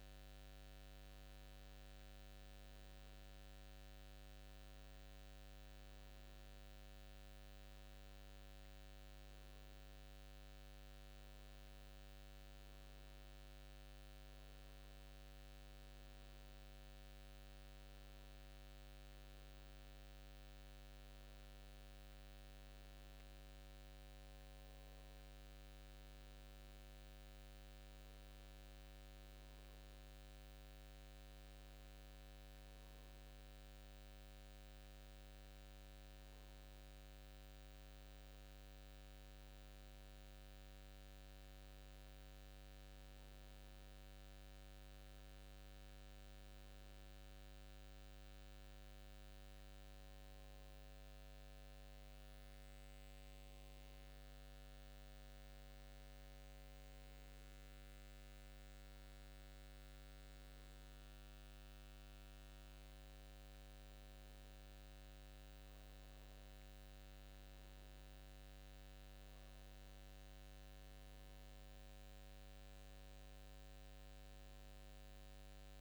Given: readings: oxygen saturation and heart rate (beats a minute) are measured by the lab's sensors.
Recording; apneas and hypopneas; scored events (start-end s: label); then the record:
breathing in sleep, hard to hear, by a microphone on the trachea; none
none scored
From the record:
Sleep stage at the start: N2 (light sleep); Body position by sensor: on the back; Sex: male